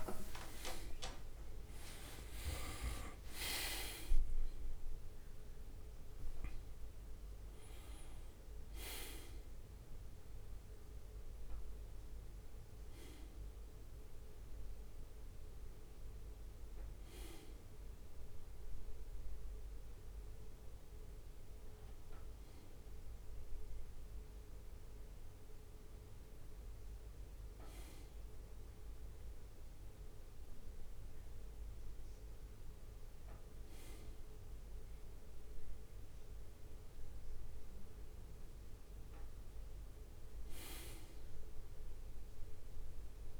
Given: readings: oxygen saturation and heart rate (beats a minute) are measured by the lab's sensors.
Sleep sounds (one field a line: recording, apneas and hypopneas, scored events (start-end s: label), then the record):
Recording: a person awake in a sleep study, by a room microphone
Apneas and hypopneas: none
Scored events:
none scored
From the record:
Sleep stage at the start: awake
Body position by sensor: on the right side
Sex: male